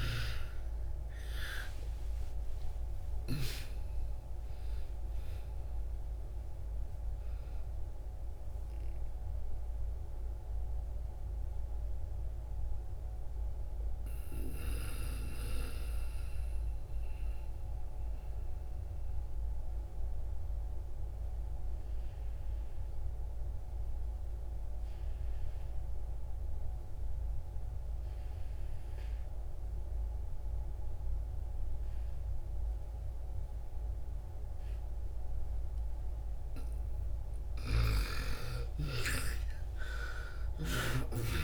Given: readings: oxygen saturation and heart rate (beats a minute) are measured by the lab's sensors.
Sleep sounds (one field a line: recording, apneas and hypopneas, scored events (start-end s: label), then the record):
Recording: breathing in sleep by a room microphone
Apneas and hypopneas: 1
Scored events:
0.00-3.50 s: arousal
0.00-22.50 s: oxygen desaturation (device-marked, oxygen 82% lowest)
9.50-36.00 s: mixed apnea (oxygen 98% before, 78% lowest)
34.50-41.44 s: oxygen desaturation (device-marked, oxygen 98% before, 78% lowest)
37.00-41.00 s: snoring (device-marked)
37.50-41.00 s: arousal
From the record:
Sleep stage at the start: N2 (light sleep)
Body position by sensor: on the back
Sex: female